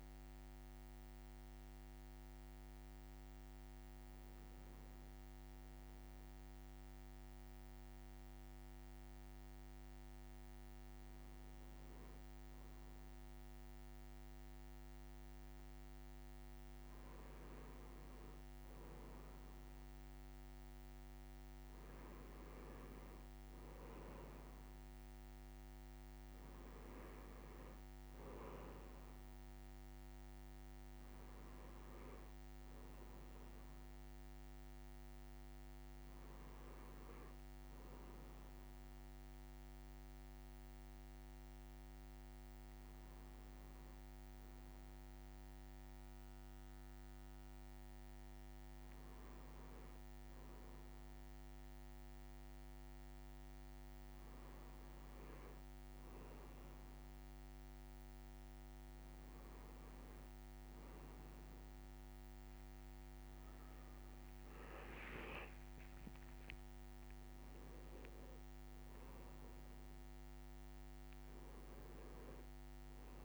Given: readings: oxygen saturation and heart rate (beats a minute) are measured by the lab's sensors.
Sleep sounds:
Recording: a person awake in a sleep study, hard to hear, by a microphone on the trachea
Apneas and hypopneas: none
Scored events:
64.50-66.00 s: leg movement (device-marked)
From the record:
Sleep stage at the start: awake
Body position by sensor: on the right side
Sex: male

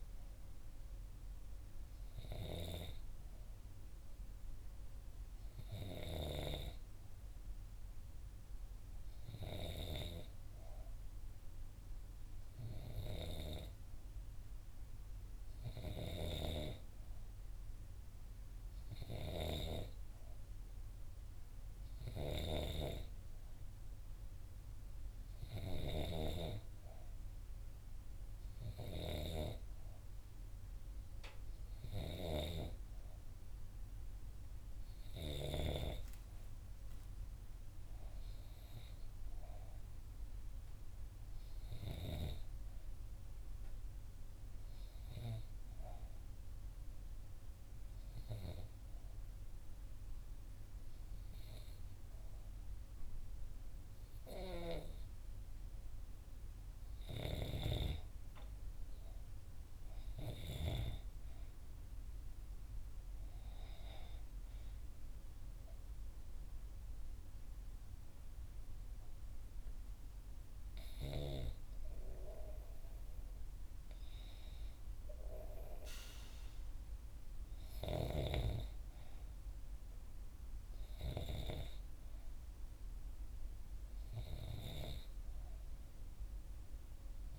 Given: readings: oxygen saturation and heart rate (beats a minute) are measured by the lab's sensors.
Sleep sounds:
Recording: breathing in sleep by a room microphone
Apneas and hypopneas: 1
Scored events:
0.00-12.50 s: oxygen desaturation (device-marked, oxygen 89% lowest, heart rate 60 extreme)
38.00-42.00 s: arousal
46.00-57.00 s: obstructive apnea (oxygen 94% before, 91% lowest, heart rate 61 before, 59 extreme, up 2 after)
59.00-62.00 s: arousal
From the record:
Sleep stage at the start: N2 (light sleep)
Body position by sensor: on the right side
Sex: female

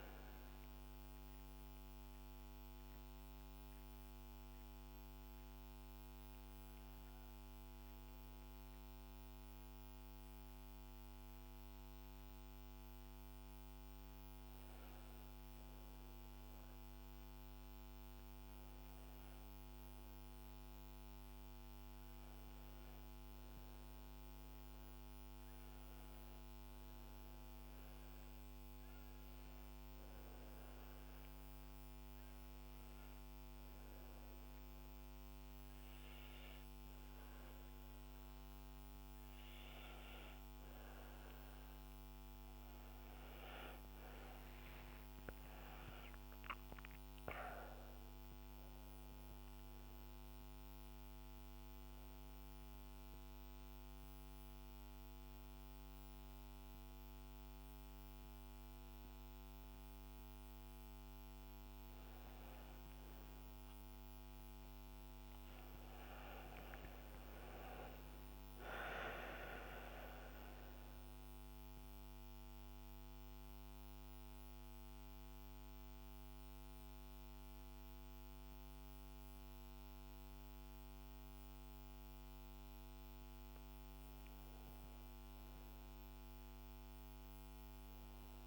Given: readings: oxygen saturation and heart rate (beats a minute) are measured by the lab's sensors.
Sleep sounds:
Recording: breathing in sleep, hard to hear, by a microphone on the trachea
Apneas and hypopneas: 3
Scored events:
0.00-2.00 s: arousal
10.00-40.00 s: new sleep stage, N2 (light sleep)
29.50-42.00 s: obstructive apnea (oxygen 100% before, 95% lowest, heart rate 72 before, 67 extreme, up 6 after)
40.00-88.47 s: new sleep stage, N1 (lightest sleep)
44.00-47.00 s: arousal
49.50-61.50 s: hypopnea (oxygen 100% before, 95% lowest, heart rate 72 before, 67 extreme, up 14 after)
63.00-66.50 s: arousal
71.00-84.00 s: central apnea (oxygen 97% before, 96% lowest, heart rate 72 before, 67 extreme, up 6 after)
From the record:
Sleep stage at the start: N1 (lightest sleep)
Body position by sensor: on the back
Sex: female

